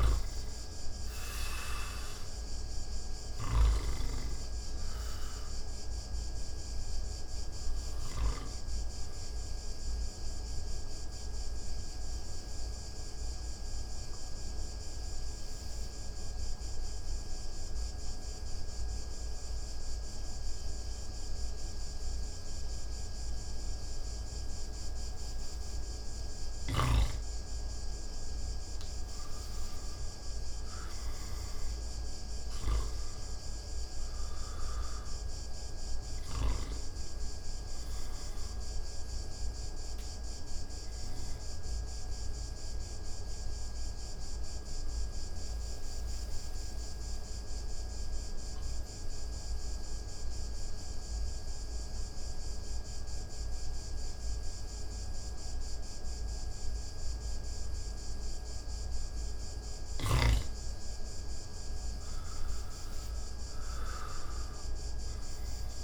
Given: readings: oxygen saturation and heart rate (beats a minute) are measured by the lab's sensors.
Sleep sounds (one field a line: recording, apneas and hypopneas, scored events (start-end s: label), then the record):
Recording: breathing in sleep by a room microphone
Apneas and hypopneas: 2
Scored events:
0.00-3.50 s: snoring (device-marked)
0.00-24.00 s: oxygen desaturation (device-marked, oxygen 85% lowest)
9.50-25.50 s: mixed apnea (oxygen 97% before, 85% lowest)
28.50-32.50 s: arousal
38.00-55.00 s: oxygen desaturation (device-marked, oxygen 97% before, 90% lowest)
39.50-59.00 s: obstructive apnea (oxygen 98% before, 88% lowest)
63.00-65.84 s: oxygen desaturation (device-marked, oxygen 97% before, 88% lowest)
From the record:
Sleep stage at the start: N2 (light sleep)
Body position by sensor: on the back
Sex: male